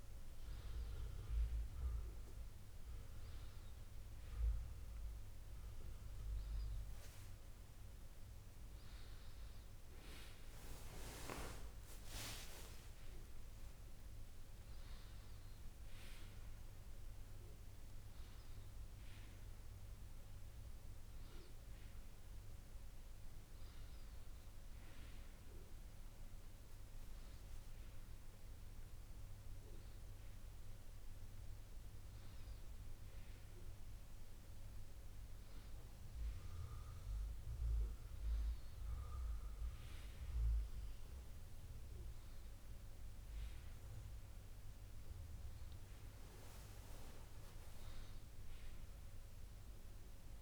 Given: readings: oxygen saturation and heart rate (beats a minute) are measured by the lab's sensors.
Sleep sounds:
breathing in sleep, hard to hear, by a room microphone; none
9.00-12.50 s: arousal
From the record:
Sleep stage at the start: N1 (lightest sleep); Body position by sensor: on the back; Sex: male

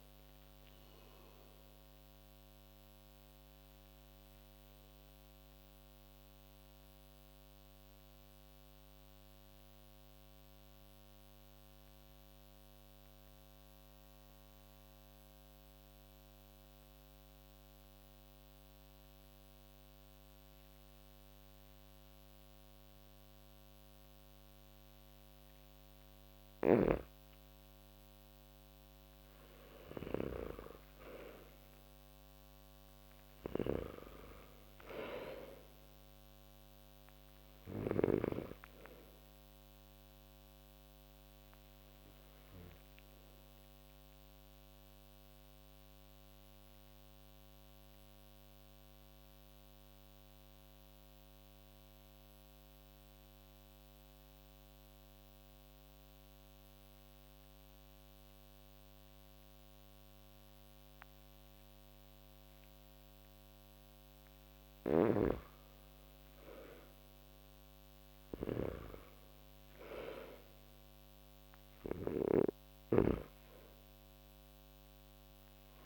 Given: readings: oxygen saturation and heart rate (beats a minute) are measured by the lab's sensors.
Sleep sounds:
breathing in sleep by a microphone on the trachea; 2
0.00-19.50 s: oxygen desaturation (device-marked, oxygen 79% lowest)
2.50-27.00 s: mixed apnea (oxygen 98% before, 79% lowest)
29.00-33.50 s: arousal
33.00-37.50 s: snoring (device-marked)
35.50-54.50 s: oxygen desaturation (device-marked, oxygen 98% before, 85% lowest)
42.00-65.50 s: mixed apnea (oxygen 98% before, 85% lowest)
64.50-72.00 s: snoring (device-marked)
67.00-70.50 s: arousal
71.50-75.86 s: oxygen desaturation (device-marked, oxygen 97% before, 85% lowest)
From the record:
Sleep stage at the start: N2 (light sleep); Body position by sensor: on the back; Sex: male

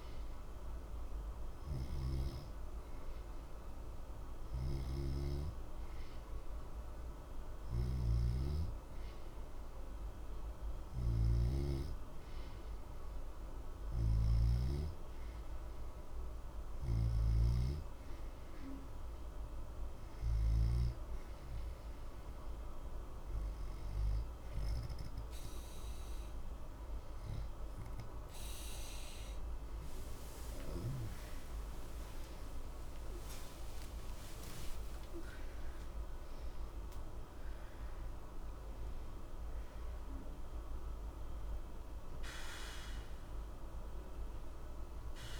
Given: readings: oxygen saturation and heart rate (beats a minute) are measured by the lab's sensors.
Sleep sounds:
breathing in sleep, hard to hear, by a room microphone; none
7.00-20.50 s: snoring (device-marked)
29.50-34.00 s: arousal
From the record:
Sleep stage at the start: N2 (light sleep); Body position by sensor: on the back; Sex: male

